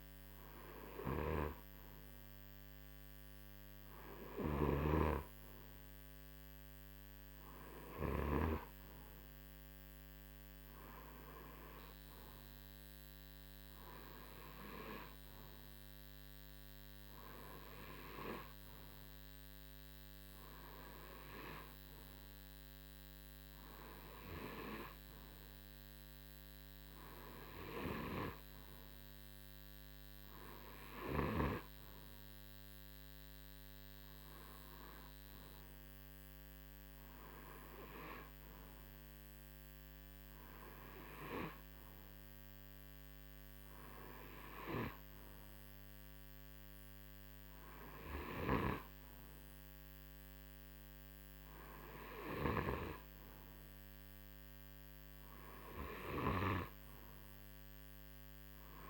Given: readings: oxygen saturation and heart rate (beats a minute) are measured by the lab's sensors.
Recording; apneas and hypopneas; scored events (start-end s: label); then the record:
breathing in sleep by a microphone on the trachea; none
4.00-8.00 s: snoring (device-marked)
From the record:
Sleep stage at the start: N2 (light sleep); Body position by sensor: on the right side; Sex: male